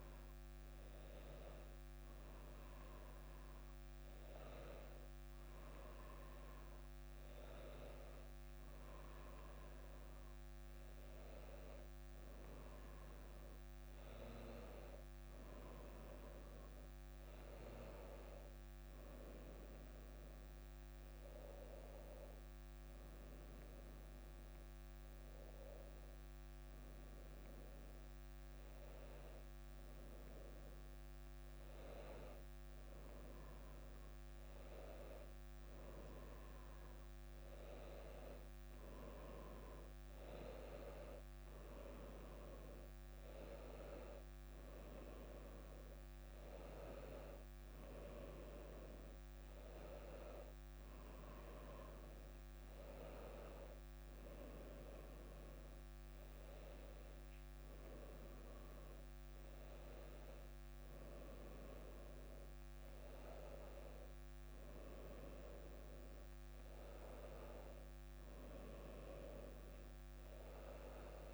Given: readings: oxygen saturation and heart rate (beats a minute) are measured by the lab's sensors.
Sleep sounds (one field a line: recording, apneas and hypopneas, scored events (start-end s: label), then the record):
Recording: breathing in sleep by a microphone on the trachea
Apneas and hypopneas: none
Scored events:
none scored
From the record:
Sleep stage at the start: N1 (lightest sleep)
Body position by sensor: on the back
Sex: female